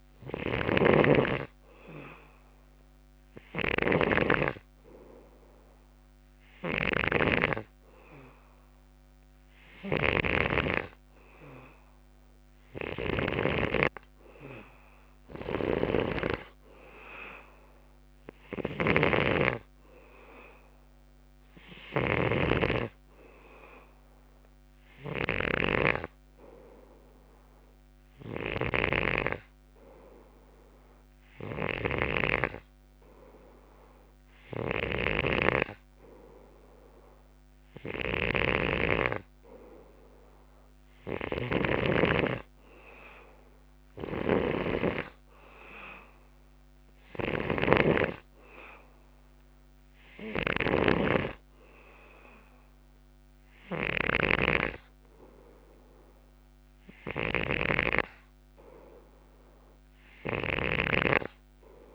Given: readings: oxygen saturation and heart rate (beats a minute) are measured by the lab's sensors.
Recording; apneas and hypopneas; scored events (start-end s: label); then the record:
breathing in sleep by a microphone on the trachea; none
0.00-13.50 s: snoring (device-marked)
15.50-61.95 s: snoring (device-marked)
From the record:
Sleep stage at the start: N2 (light sleep); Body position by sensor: on the left side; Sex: male